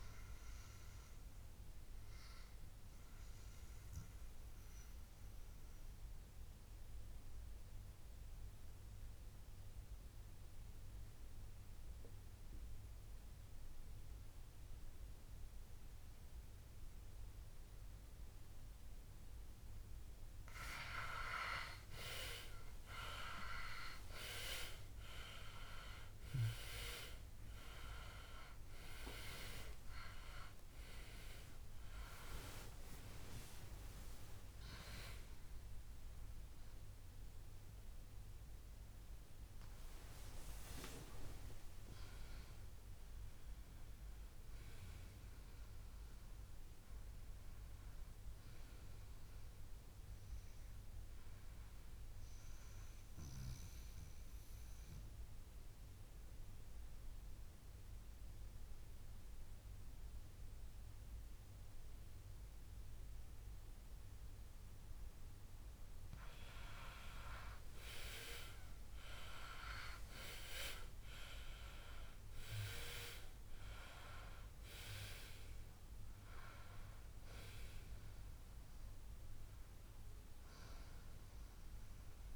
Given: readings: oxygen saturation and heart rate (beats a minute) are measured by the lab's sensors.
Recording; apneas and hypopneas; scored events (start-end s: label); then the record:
breathing in sleep by a room microphone; 2
1.50-19.50 s: obstructive apnea (oxygen 98% before, 93% lowest, heart rate 77 before, 60 extreme, up 19 after)
21.50-25.00 s: arousal
26.00-51.00 s: oxygen desaturation (device-marked, oxygen 98% before, 93% lowest, heart rate 63 before, 60 extreme)
32.00-38.00 s: tachycardia (device-marked, heart rate 71 before, 122 extreme)
35.00-37.00 s: long interval between heartbeats (device-marked, heart rate 72 before, 121 extreme)
44.50-49.00 s: arousal
52.50-66.00 s: obstructive apnea (oxygen 97% before, 93% lowest, heart rate 92 before, 60 extreme, up 20 after)
68.50-73.00 s: arousal
74.00-82.36 s: oxygen desaturation (device-marked, oxygen 98% before, 94% lowest, heart rate 66 before, 58 extreme)
From the record:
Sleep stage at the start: N2 (light sleep); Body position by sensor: on the back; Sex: male